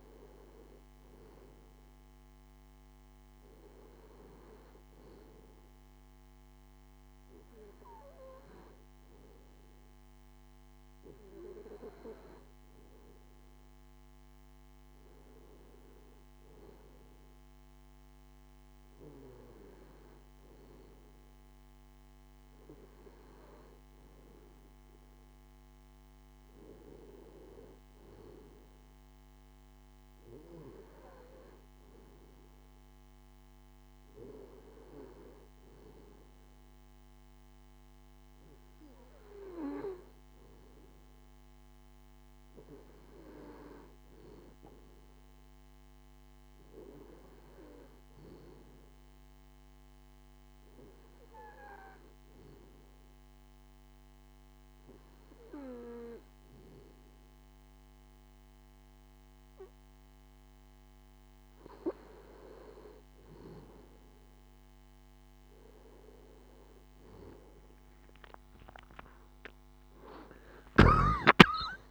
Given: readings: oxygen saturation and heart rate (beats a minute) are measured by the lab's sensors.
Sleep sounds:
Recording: breathing in sleep by a microphone on the trachea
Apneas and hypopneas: none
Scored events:
71.50-71.90 s: new sleep stage, N1 (lightest sleep)
From the record:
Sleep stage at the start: N2 (light sleep)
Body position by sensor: on the left side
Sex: male

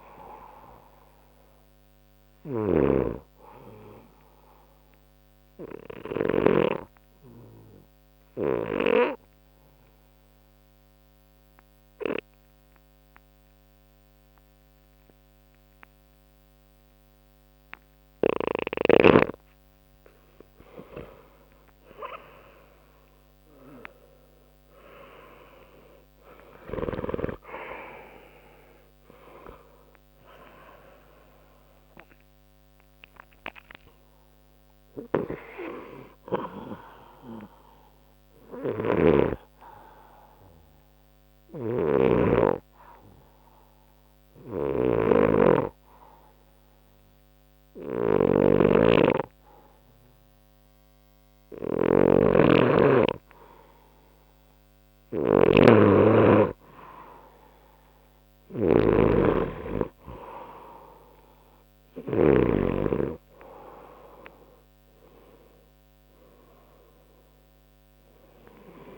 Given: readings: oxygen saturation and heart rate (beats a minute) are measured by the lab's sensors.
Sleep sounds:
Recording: breathing in sleep by a microphone on the trachea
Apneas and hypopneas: 2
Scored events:
0.00-3.00 s: snoring (device-marked)
0.00-17.50 s: oxygen desaturation (device-marked, oxygen 89% lowest, heart rate 60 extreme)
4.50-20.50 s: obstructive apnea (oxygen 97% before, 89% lowest, heart rate 62 before, 60 extreme, up 3 after)
21.50-25.00 s: arousal
24.50-32.50 s: oxygen desaturation (device-marked, oxygen 96% before, 91% lowest, heart rate 61 before, 60 extreme)
38.50-62.50 s: snoring (device-marked)
39.50-51.50 s: oxygen desaturation (device-marked, oxygen 92% before, 89% lowest, heart rate 63 before, 60 extreme)
40.50-53.50 s: obstructive apnea (oxygen 96% before, 88% lowest, heart rate 63 before, 60 extreme, up 1 after)
58.50-63.00 s: arousal
65.50-68.98 s: oxygen desaturation (device-marked, oxygen 96% before, 90% lowest, heart rate 61 before, 61 extreme)
From the record:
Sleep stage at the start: N2 (light sleep)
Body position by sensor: on the back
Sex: male

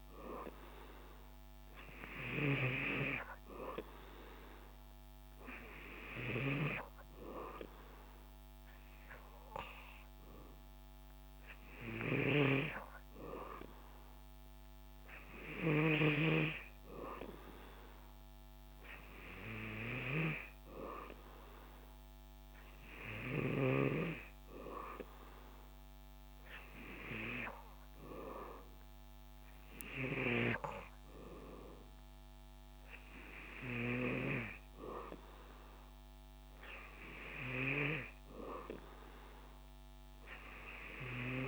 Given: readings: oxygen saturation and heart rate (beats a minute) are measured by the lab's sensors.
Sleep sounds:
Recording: breathing in sleep by a microphone on the trachea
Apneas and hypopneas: none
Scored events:
none scored
From the record:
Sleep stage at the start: N3 (deep sleep)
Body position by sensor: on the back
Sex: male

